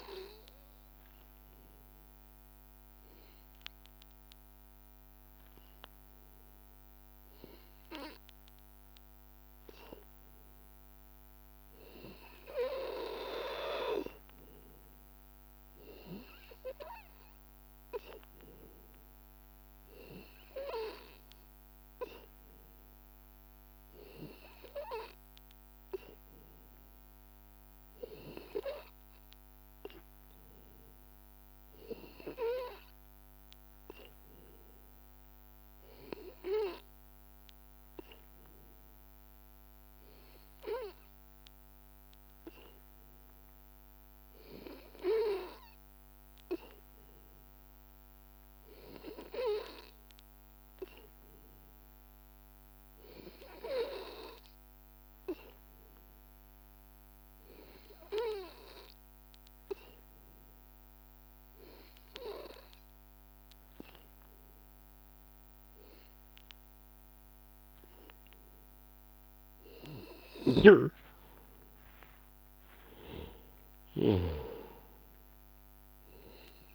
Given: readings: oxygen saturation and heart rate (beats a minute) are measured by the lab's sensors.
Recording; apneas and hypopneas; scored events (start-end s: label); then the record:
breathing in sleep by a microphone on the trachea; 1
3.00-7.00 s: arousal
25.50-67.50 s: obstructive apnea (oxygen 96% before, 93% lowest, heart rate 80 before, 80 extreme, up 1 after)
70.00-73.50 s: arousal
From the record:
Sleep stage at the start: N2 (light sleep); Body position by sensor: on the back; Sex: male